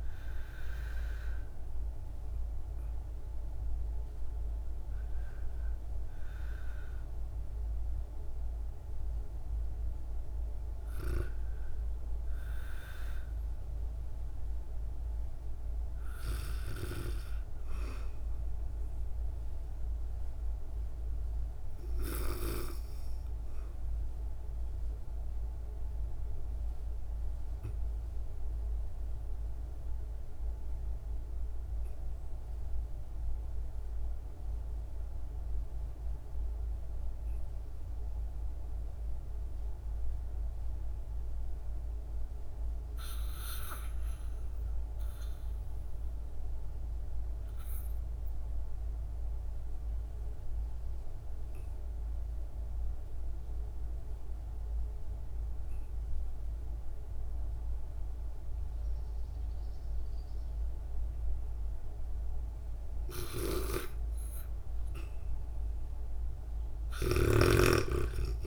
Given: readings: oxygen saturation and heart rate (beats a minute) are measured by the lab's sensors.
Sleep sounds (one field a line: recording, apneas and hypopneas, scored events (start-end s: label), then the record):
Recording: breathing in sleep by a room microphone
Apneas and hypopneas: 1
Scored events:
0.00-17.50 s: oxygen desaturation (device-marked, oxygen 76% lowest, heart rate 45 extreme)
27.50-64.00 s: obstructive apnea (oxygen 98% before, 78% lowest, heart rate 63 before, 55 extreme, up 12 after)
41.50-68.47 s: oxygen desaturation (device-marked, oxygen 98% before, 78% lowest, heart rate 59 before, 55 extreme)
From the record:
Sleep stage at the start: REM sleep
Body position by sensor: on the back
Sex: female